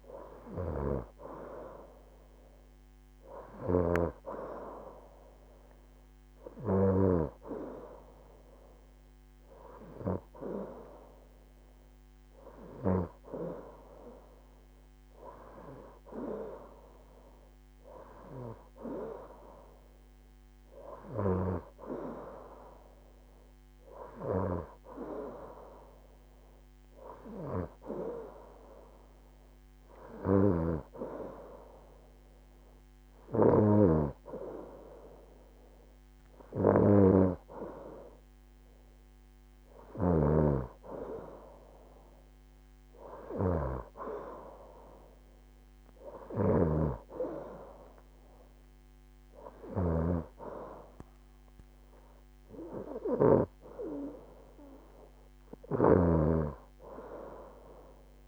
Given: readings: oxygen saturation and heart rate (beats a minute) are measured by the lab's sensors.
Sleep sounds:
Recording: breathing in sleep by a microphone on the trachea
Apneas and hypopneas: none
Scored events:
none scored
From the record:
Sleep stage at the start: N2 (light sleep)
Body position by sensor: on the right side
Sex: female

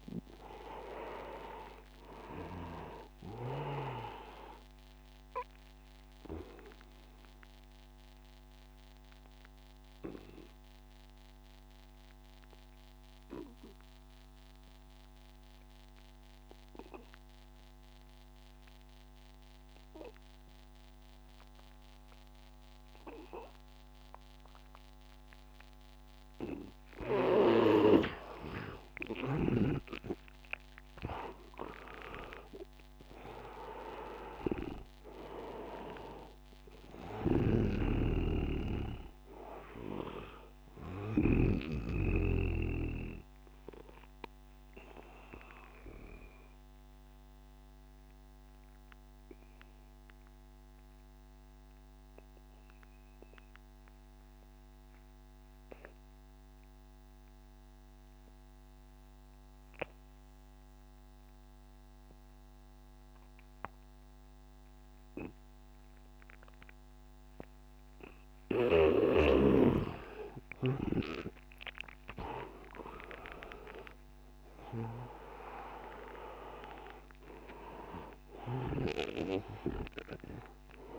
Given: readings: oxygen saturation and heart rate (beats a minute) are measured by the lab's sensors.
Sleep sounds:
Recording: breathing in sleep by a microphone on the trachea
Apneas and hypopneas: 2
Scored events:
0.00-18.00 s: oxygen desaturation (device-marked, oxygen 82% lowest, heart rate 89 extreme)
7.50-26.00 s: obstructive apnea (oxygen 99% before, 82% lowest, heart rate 91 before, 88 extreme, up 2 after)
27.00-52.00 s: oxygen desaturation (device-marked, oxygen 99% before, 84% lowest, heart rate 92 before, 86 extreme)
30.50-35.00 s: arousal
37.00-41.50 s: snoring (device-marked)
45.00-68.50 s: obstructive apnea (oxygen 99% before, 82% lowest, heart rate 91 before, 86 extreme, up 7 after)
66.00-80.99 s: oxygen desaturation (device-marked, oxygen 99% before, 82% lowest, heart rate 90 before, 84 extreme)
70.50-76.00 s: arousal
From the record:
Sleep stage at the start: N2 (light sleep)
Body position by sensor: on the right side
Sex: male

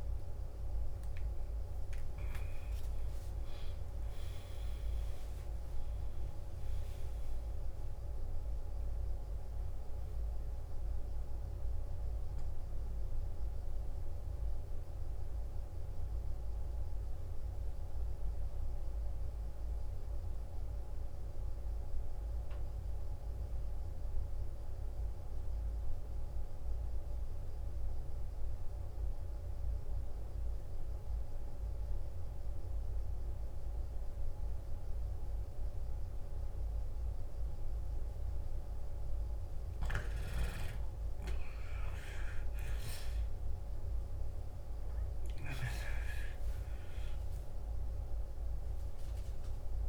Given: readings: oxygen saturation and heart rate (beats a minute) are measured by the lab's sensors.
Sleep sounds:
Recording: breathing in sleep, hard to hear, by a room microphone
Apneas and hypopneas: 1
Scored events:
0.00-19.00 s: oxygen desaturation (device-marked, oxygen 88% lowest, heart rate 55 extreme)
15.00-39.00 s: hypopnea (oxygen 96% before, 89% lowest, heart rate 69 before, 55 extreme, up 14 after)
35.00-49.89 s: oxygen desaturation (device-marked, oxygen 98% before, 89% lowest, heart rate 56 before, 54 extreme)
41.00-45.00 s: arousal
From the record:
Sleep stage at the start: N2 (light sleep)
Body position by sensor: on the back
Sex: male

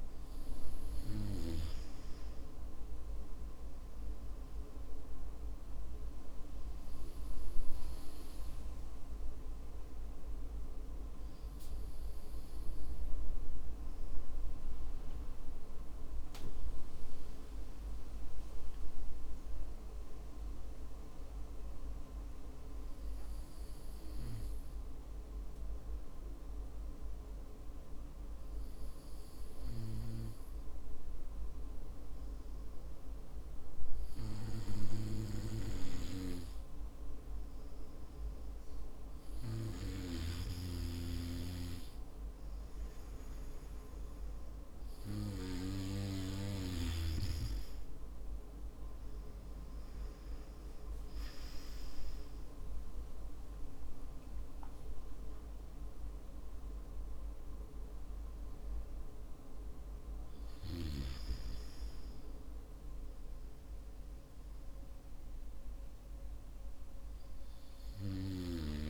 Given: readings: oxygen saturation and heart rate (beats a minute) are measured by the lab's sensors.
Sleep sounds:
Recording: breathing in sleep by a room microphone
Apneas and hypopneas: 1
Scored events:
19.50-39.00 s: hypopnea (oxygen 95% before, 92% lowest, heart rate 56 before, 52 extreme, up 7 after)
52.50-56.50 s: arousal
From the record:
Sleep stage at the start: N2 (light sleep)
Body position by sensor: on the back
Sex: male

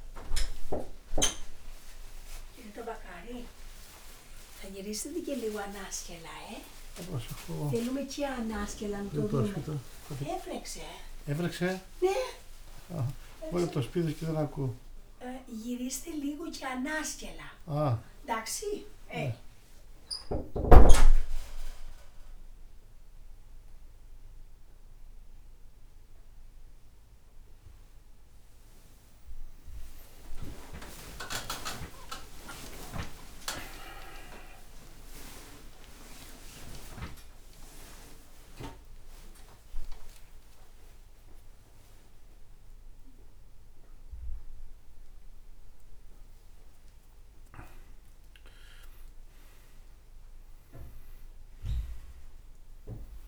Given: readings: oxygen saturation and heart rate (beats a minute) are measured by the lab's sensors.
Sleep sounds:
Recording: a person awake in a sleep study, by a room microphone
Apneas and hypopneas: none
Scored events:
29.50-34.50 s: tachycardia (device-marked, heart rate 66 before, 119 extreme)
From the record:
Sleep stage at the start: awake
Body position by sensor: on the right side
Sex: male

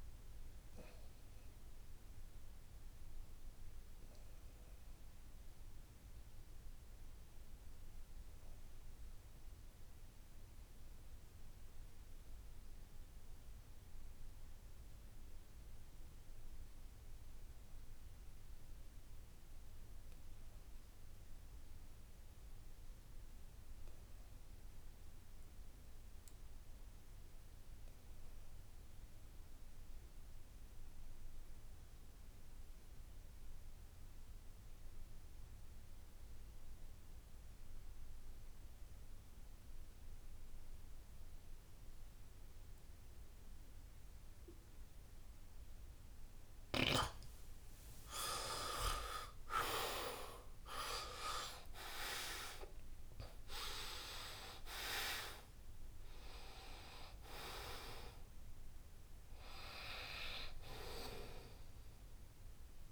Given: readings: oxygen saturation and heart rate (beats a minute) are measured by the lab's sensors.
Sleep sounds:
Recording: breathing in sleep by a room microphone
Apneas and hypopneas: 1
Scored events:
0.00-17.50 s: oxygen desaturation (device-marked, oxygen 72% lowest, heart rate 66 extreme)
0.50-45.00 s: obstructive apnea (oxygen 96% before, 67% lowest, heart rate 73 before, 67 extreme, up 16 after)
19.50-62.92 s: oxygen desaturation (device-marked, oxygen 96% before, 67% lowest, heart rate 71 before, 67 extreme)
38.50-40.50 s: long interval between heartbeats (device-marked, heart rate 72 before, 67 extreme)
49.50-53.50 s: arousal
From the record:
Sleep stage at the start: N2 (light sleep)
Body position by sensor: on the back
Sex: male

